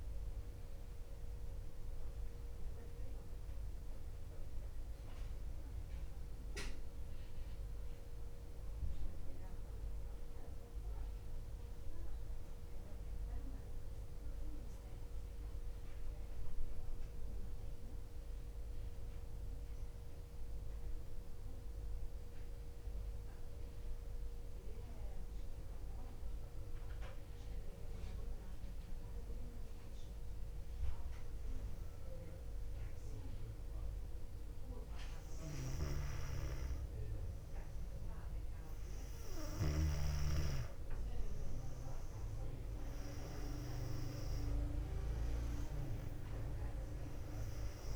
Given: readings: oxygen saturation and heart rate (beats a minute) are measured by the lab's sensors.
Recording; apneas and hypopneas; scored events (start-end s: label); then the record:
breathing in sleep by a room microphone; 1
0.00-2.00 s: arousal
0.00-9.50 s: drop in pulse transit time (device-marked, heart rate 57 extreme)
0.00-16.50 s: oxygen desaturation (device-marked, oxygen 94% lowest, heart rate 57 extreme)
23.50-35.50 s: hypopnea (oxygen 99% before, 95% lowest, heart rate 59 before, 58 extreme, up 2 after)
29.50-47.95 s: new sleep stage, N2 (light sleep)
35.50-40.00 s: snoring (device-marked)
39.00-42.50 s: arousal
44.50-47.95 s: oxygen desaturation (device-marked, oxygen 99% before, 95% lowest, heart rate 59 before, 58 extreme)
From the record:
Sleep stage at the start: N1 (lightest sleep); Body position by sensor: on the back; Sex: female